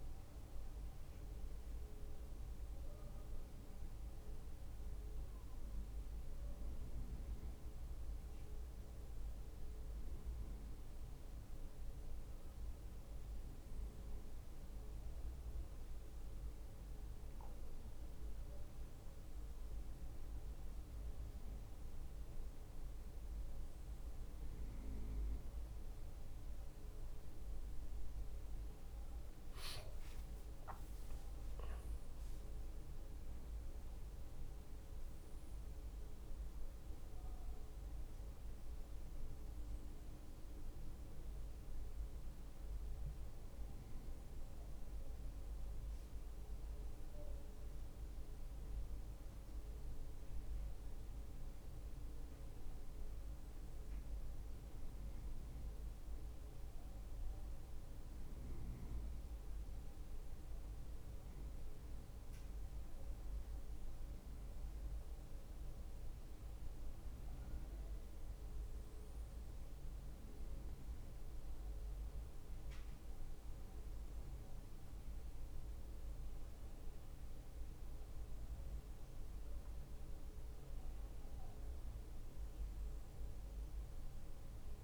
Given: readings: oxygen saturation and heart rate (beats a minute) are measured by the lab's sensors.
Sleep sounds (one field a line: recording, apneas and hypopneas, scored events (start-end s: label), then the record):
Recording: a person awake in a sleep study, hard to hear, by a room microphone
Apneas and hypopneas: none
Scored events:
none scored
From the record:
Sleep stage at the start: awake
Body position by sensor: on the right side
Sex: male